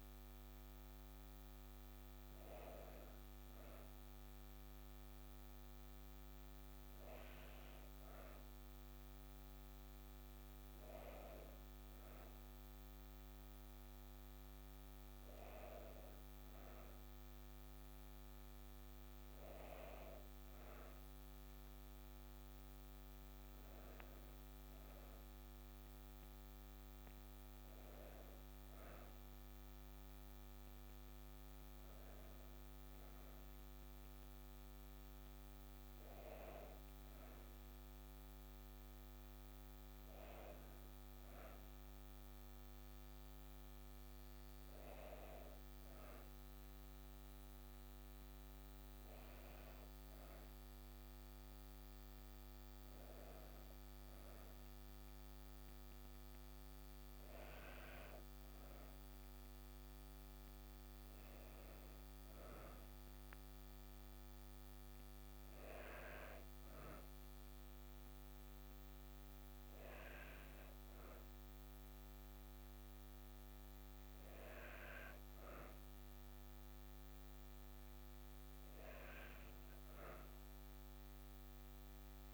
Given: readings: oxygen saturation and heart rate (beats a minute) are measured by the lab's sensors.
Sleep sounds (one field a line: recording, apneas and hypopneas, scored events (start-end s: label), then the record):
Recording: breathing in sleep by a microphone on the trachea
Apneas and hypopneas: none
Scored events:
none scored
From the record:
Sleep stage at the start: N2 (light sleep)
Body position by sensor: on the back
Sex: female